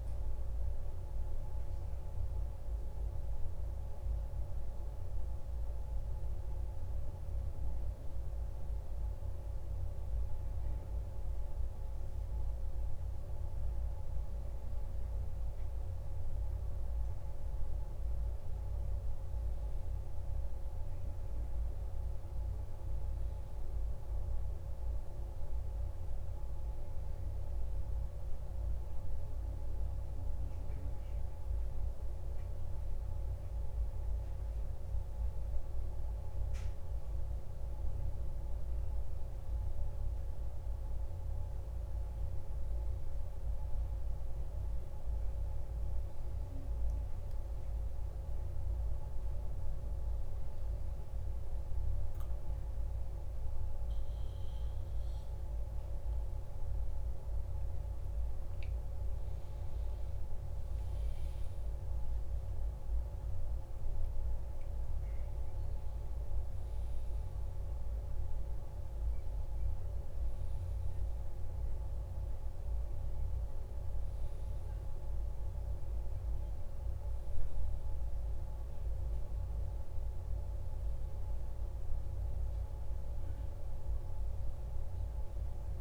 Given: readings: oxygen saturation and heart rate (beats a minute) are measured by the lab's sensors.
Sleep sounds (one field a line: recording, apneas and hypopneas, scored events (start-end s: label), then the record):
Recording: breathing in sleep, hard to hear, by a room microphone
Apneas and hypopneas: 1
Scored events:
18.50-37.50 s: oxygen desaturation (device-marked, oxygen 97% before, 94% lowest, heart rate 54 before, 51 extreme)
36.50-40.00 s: arousal
42.50-56.00 s: hypopnea (oxygen 97% before, 95% lowest, heart rate 56 before, 54 extreme, up 2 after)
58.00-62.50 s: arousal
From the record:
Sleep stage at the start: N2 (light sleep)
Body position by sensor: on the back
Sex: male